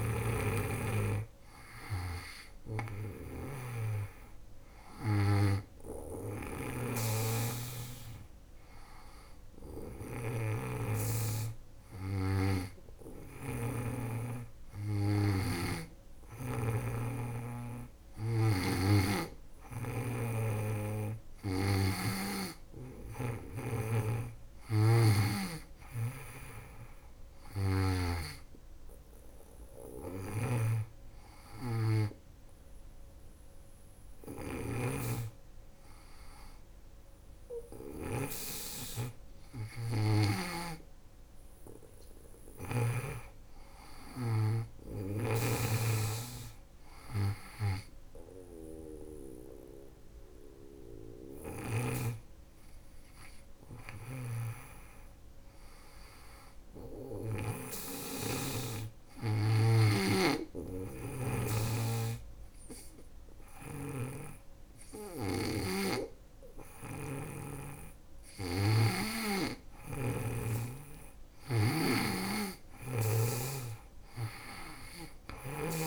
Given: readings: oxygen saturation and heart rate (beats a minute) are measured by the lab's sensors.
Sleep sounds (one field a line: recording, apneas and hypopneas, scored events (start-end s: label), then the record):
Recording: breathing in sleep by a room microphone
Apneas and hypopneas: 1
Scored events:
0.00-12.50 s: snoring (device-marked)
14.50-21.00 s: snoring (device-marked)
23.00-27.00 s: snoring (device-marked)
29.00-37.00 s: snoring (device-marked)
53.00-56.50 s: snoring (device-marked)
58.50-66.00 s: snoring (device-marked)
58.50-69.00 s: obstructive apnea (oxygen 97% before, 95% lowest, heart rate 79 before, 76 extreme, up 7 after)
70.50-74.00 s: arousal
70.50-75.00 s: snoring (device-marked)
From the record:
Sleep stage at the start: N2 (light sleep)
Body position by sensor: on the back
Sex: female